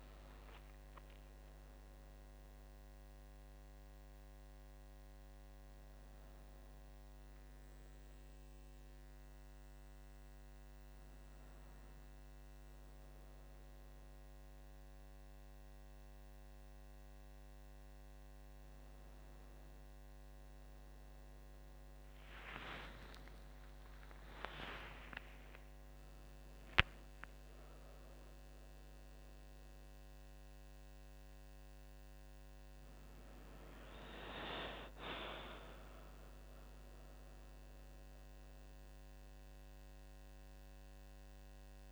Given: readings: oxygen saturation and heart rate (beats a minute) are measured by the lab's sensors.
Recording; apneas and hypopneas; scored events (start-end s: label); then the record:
a person awake in a sleep study, by a microphone on the trachea; none
none scored
From the record:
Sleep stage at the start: awake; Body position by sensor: on the back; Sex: female